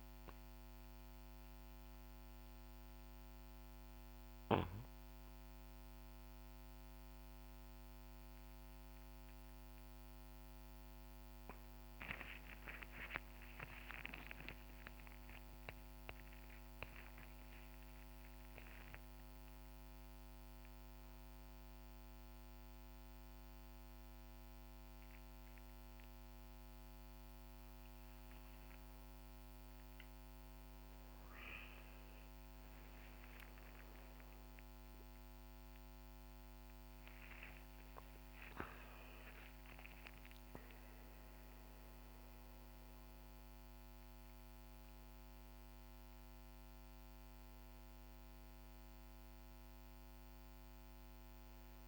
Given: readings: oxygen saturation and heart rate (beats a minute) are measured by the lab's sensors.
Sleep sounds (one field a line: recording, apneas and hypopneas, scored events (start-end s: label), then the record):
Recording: a person awake in a sleep study, by a microphone on the trachea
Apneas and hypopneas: none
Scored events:
40.50-51.88 s: new sleep stage, N1 (lightest sleep)
From the record:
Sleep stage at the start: awake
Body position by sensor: on the right side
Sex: male